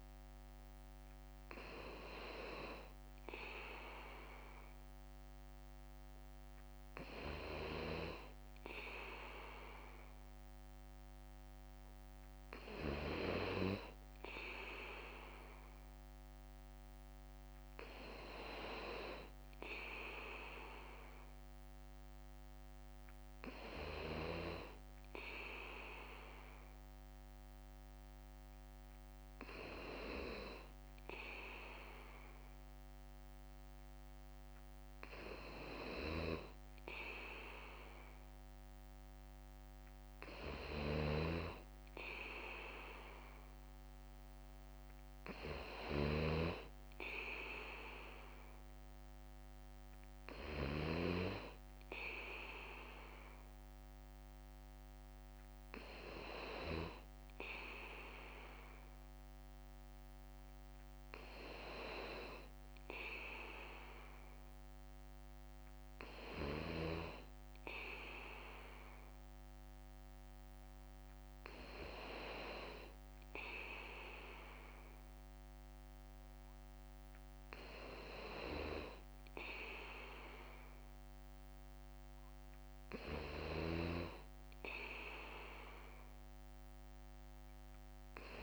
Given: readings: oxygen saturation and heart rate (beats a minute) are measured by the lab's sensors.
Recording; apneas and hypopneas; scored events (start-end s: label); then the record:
breathing in sleep by a microphone on the trachea; none
0.00-47.00 s: bradycardia (device-marked, heart rate 55 extreme)
49.00-88.43 s: bradycardia (device-marked, heart rate 57 before, 56 extreme)
From the record:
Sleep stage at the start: N2 (light sleep); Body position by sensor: on the back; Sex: male